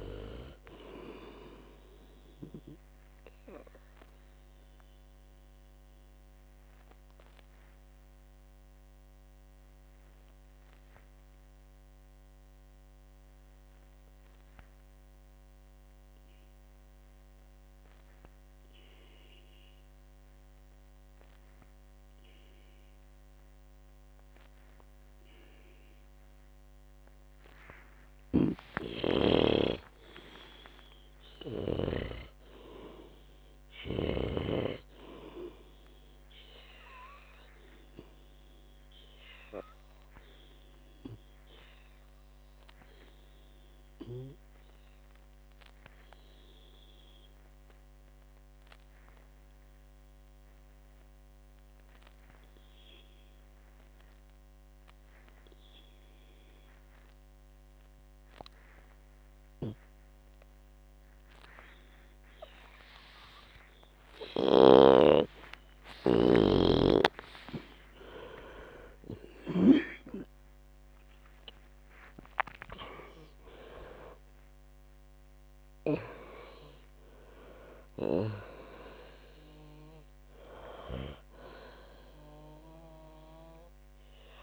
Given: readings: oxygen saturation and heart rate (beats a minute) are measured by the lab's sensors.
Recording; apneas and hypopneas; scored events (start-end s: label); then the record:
breathing in sleep by a microphone on the trachea; 2
0.00-22.50 s: oxygen desaturation (device-marked, oxygen 89% lowest, heart rate 55 extreme)
4.00-28.50 s: obstructive apnea (oxygen 98% before, 89% lowest, heart rate 87 before, 55 extreme)
28.50-32.50 s: snoring (device-marked)
29.00-33.00 s: arousal
36.50-54.50 s: oxygen desaturation (device-marked, oxygen 99% before, 94% lowest, heart rate 76 before, 56 extreme)
37.50-63.50 s: obstructive apnea (oxygen 99% before, 89% lowest, heart rate 77 before, 56 extreme)
60.00-70.50 s: snoring (device-marked)
65.00-69.00 s: arousal
67.50-84.43 s: oxygen desaturation (device-marked, oxygen 97% before, 89% lowest, heart rate 66 before, 56 extreme)
From the record:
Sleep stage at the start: N2 (light sleep); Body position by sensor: on the back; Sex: female